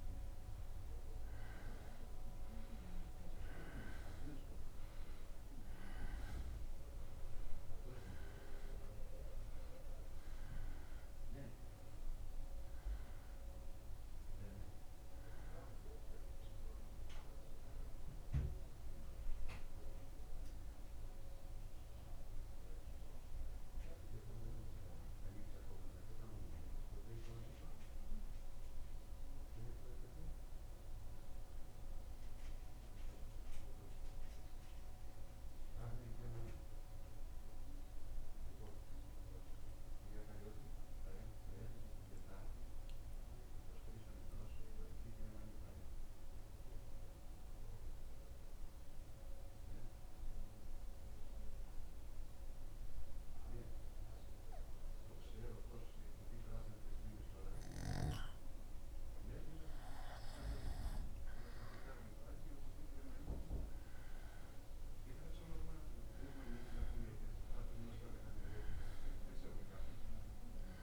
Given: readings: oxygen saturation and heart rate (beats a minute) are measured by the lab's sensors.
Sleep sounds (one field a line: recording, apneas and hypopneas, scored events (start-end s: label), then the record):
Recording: breathing in sleep by a room microphone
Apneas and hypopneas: 1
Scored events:
2.00-15.00 s: oxygen desaturation (device-marked, oxygen 96% before, 93% lowest, heart rate 76 before, 74 extreme)
18.00-70.83 s: new sleep stage, N2 (light sleep)
22.00-57.50 s: central apnea (oxygen 96% before, 91% lowest, heart rate 76 before, 74 extreme, up 2 after)
61.50-65.50 s: arousal
From the record:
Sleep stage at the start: N1 (lightest sleep)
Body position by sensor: on the back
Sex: male